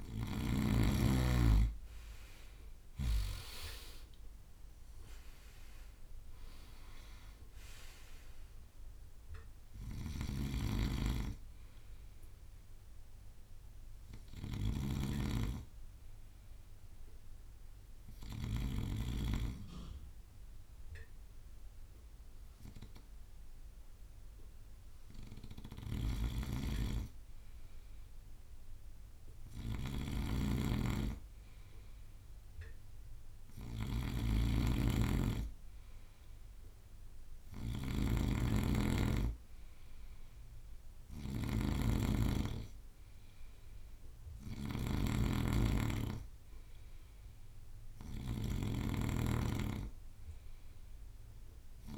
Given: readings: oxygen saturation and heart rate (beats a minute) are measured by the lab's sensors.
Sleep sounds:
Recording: breathing in sleep by a room microphone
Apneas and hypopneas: 1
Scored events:
0.00-1.00 s: bradycardia (device-marked, heart rate 55 extreme)
0.00-3.50 s: arousal
0.00-3.50 s: snoring (device-marked)
0.00-14.00 s: drop in pulse transit time (device-marked, heart rate 57 before, 49 extreme)
8.00-37.00 s: bradycardia (device-marked, heart rate 57 before, 48 extreme)
10.00-19.00 s: snoring (device-marked)
14.00-26.00 s: hypopnea (oxygen 96% before, 94% lowest, heart rate 59 before, 54 extreme, up 7 after)
26.00-51.98 s: snoring (device-marked)
28.50-33.50 s: arousal
41.00-51.98 s: bradycardia (device-marked, heart rate 57 before, 54 extreme)
From the record:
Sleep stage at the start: N2 (light sleep)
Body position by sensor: on the right side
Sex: male

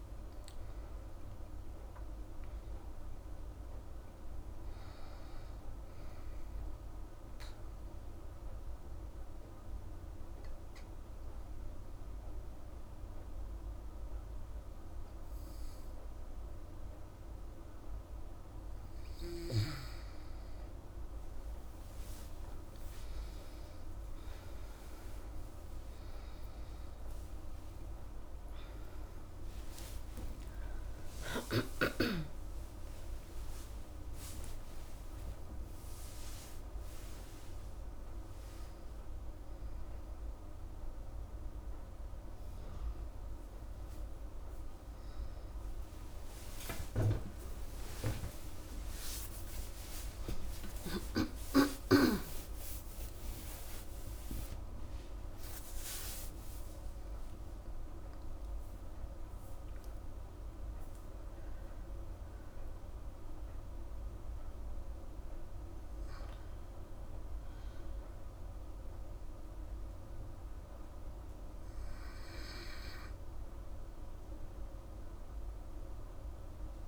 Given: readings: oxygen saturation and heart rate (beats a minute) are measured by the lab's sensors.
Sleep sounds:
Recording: a person partly awake in a sleep study, by a room microphone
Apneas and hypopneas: 1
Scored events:
7.00-19.50 s: hypopnea (oxygen 99% before, 94% lowest, heart rate 99 before, 56 extreme, up 24 after)
25.50-40.50 s: oxygen desaturation (device-marked, oxygen 98% before, 94% lowest, heart rate 66 before, 73 extreme)
39.50-69.50 s: new sleep stage, awake
69.50-76.87 s: new sleep stage, N2 (light sleep)
From the record:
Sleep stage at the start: N2 (light sleep)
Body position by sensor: on the back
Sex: female

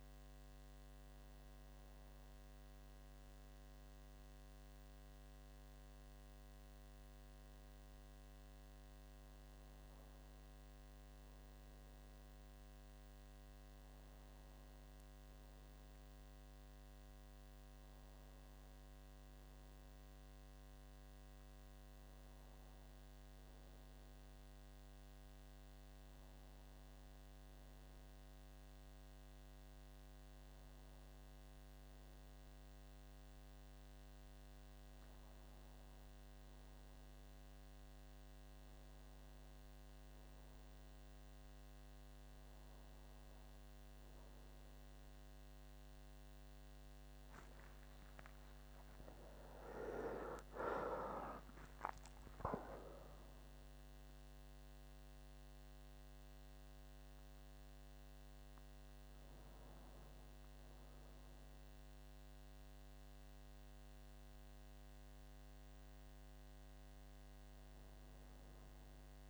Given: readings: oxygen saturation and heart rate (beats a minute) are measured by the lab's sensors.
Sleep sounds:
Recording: breathing in sleep, hard to hear, by a microphone on the trachea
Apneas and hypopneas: none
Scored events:
none scored
From the record:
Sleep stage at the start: N2 (light sleep)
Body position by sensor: on the back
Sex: male

